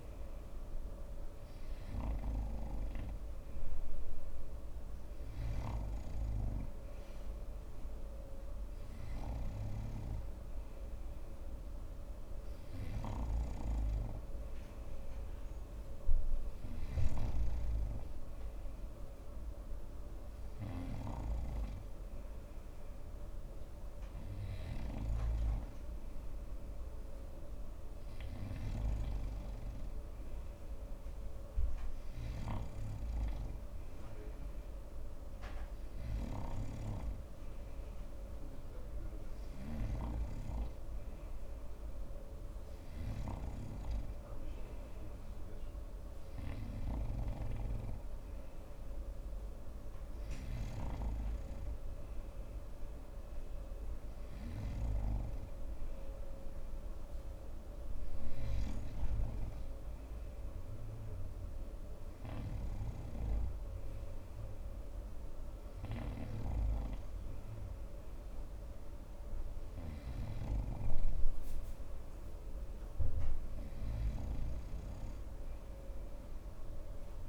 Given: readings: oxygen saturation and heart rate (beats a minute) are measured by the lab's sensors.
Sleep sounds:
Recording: breathing in sleep by a room microphone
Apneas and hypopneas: none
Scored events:
66.50-71.00 s: snoring (device-marked)
From the record:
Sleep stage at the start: N3 (deep sleep)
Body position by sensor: on the front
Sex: male

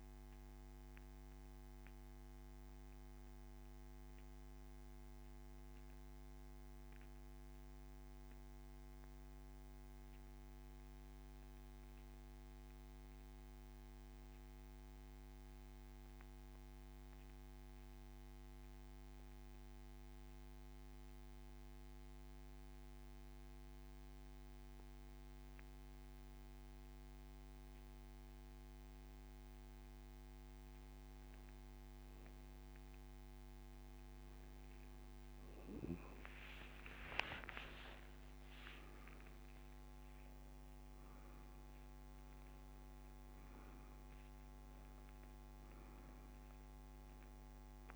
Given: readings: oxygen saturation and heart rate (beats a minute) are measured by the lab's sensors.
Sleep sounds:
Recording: breathing in sleep, hard to hear, by a microphone on the trachea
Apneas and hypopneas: 1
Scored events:
0.00-28.00 s: oxygen desaturation (device-marked, oxygen 89% lowest)
3.00-32.00 s: mixed apnea (oxygen 97% before, 89% lowest)
34.50-37.50 s: arousal
From the record:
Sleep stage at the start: N2 (light sleep)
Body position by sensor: on the back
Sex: male

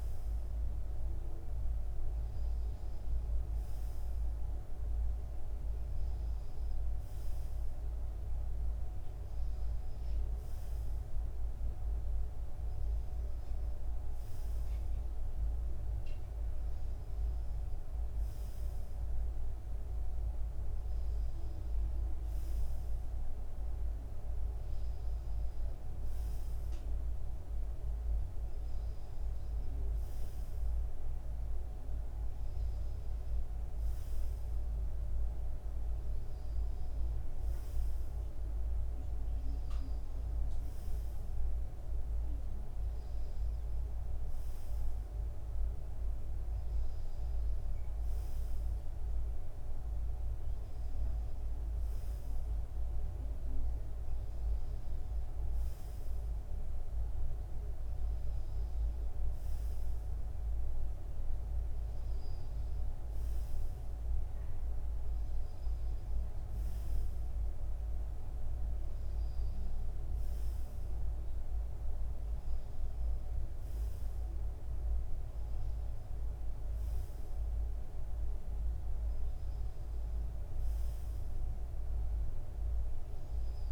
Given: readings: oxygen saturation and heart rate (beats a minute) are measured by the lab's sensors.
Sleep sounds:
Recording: breathing in sleep, hard to hear, by a room microphone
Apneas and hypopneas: none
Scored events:
none scored
From the record:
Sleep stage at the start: N2 (light sleep)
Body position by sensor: on the front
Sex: male

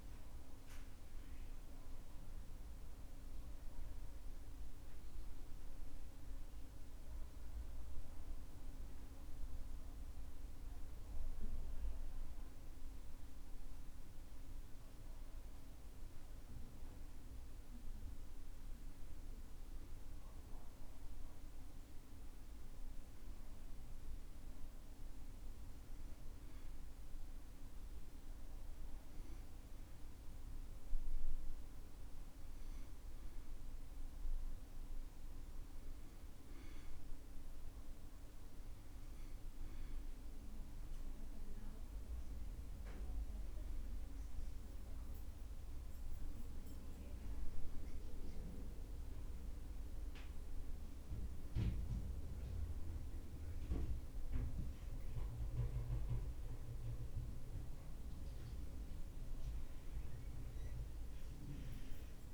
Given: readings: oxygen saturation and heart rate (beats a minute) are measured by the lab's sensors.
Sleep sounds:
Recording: breathing in sleep, hard to hear, by a room microphone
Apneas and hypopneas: none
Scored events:
0.50-62.34 s: new sleep stage, N2 (light sleep)
From the record:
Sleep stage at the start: N1 (lightest sleep)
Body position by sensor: on the back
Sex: male

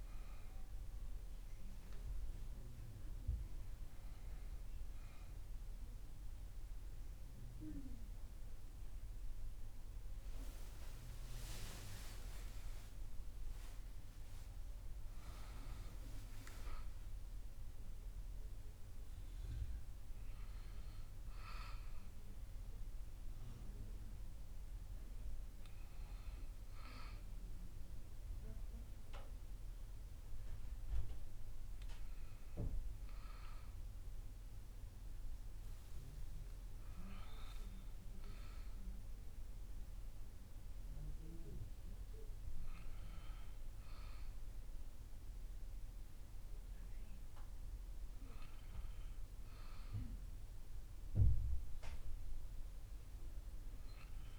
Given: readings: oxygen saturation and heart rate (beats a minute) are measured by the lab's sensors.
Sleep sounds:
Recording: breathing in sleep by a room microphone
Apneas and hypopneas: none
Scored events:
9.50-13.00 s: arousal
From the record:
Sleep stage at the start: REM sleep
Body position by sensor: on the back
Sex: male

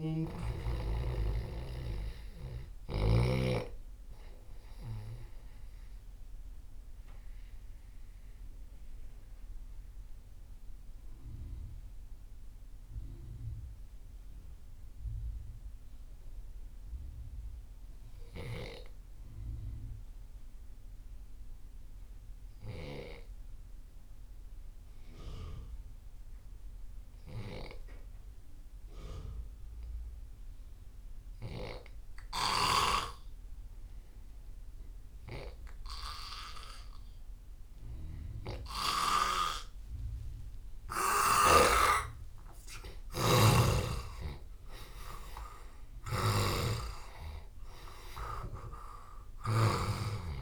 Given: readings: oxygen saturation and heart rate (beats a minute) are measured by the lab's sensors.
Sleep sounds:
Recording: breathing in sleep by a room microphone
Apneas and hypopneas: 1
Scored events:
0.00-3.00 s: snoring (device-marked)
0.00-18.00 s: oxygen desaturation (device-marked, oxygen 86% lowest)
6.50-42.00 s: mixed apnea (oxygen 97% before, 84% lowest)
34.00-50.42 s: oxygen desaturation (device-marked, oxygen 98% before, 84% lowest)
43.00-47.00 s: arousal
46.00-49.50 s: snoring (device-marked)
From the record:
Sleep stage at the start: N2 (light sleep)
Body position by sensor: on the left side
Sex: male

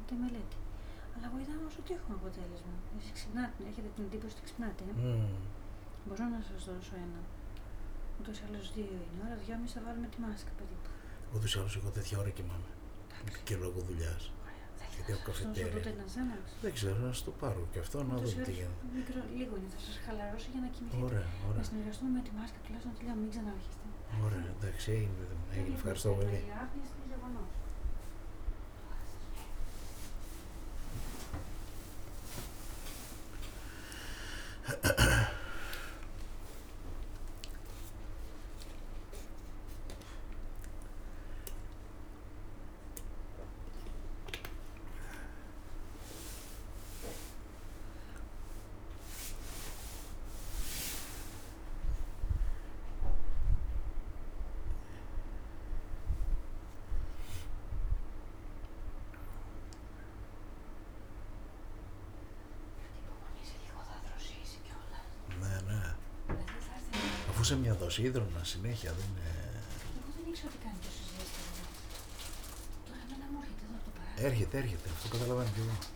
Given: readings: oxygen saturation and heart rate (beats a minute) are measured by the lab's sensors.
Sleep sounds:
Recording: a person awake in a sleep study, by a room microphone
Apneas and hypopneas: none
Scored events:
10.50-25.50 s: oxygen desaturation (device-marked, oxygen 97% before, 94% lowest, heart rate 133 before, 108 extreme)
13.00-20.50 s: snoring (device-marked)
69.50-71.50 s: oxygen desaturation (device-marked, oxygen 98% before, 95% lowest, heart rate 149 before, 67 extreme)
From the record:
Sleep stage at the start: awake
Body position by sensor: on the back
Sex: male

